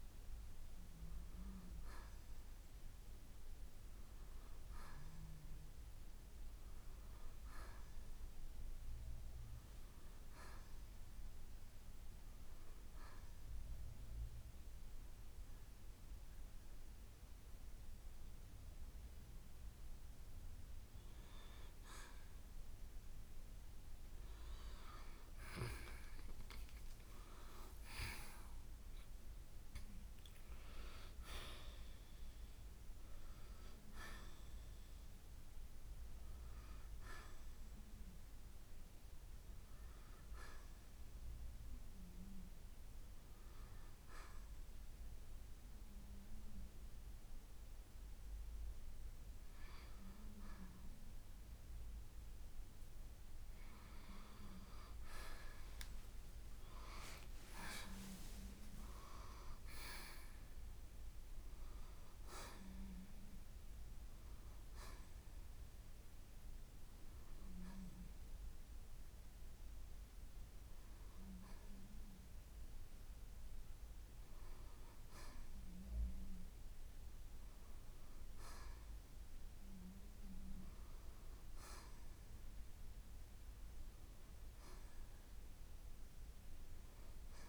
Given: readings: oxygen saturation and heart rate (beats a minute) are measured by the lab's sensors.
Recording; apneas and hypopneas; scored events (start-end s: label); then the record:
breathing in sleep by a room microphone; 2
5.50-9.00 s: arousal
11.50-22.00 s: hypopnea (oxygen 95% before, 88% lowest, heart rate 66 before, 59 extreme, up 7 after)
26.50-31.00 s: arousal
41.00-54.00 s: oxygen desaturation (device-marked, oxygen 92% before, 88% lowest, heart rate 67 before, 55 extreme)
41.50-51.50 s: hypopnea (oxygen 92% before, 88% lowest, heart rate 67 before, 55 extreme, up 5 after)
56.00-61.00 s: arousal
62.00-83.00 s: oxygen desaturation (device-marked, oxygen 94% before, 89% lowest, heart rate 64 before, 57 extreme)
From the record:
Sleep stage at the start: N2 (light sleep); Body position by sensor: on the right side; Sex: male